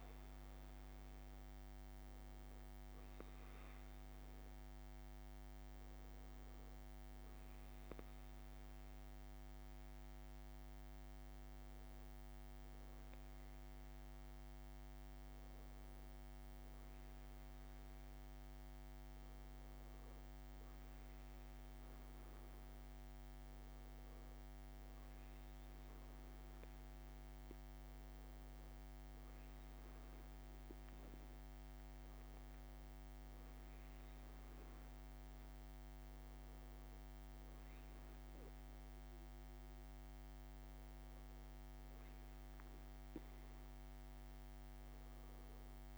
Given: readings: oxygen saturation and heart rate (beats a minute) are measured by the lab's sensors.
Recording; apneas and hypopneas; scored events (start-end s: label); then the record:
breathing in sleep, hard to hear, by a microphone on the trachea; none
0.00-13.50 s: oxygen desaturation (device-marked, oxygen 90% lowest)
14.50-16.50 s: long interval between heartbeats (device-marked)
From the record:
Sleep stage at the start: REM sleep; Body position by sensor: on the back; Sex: male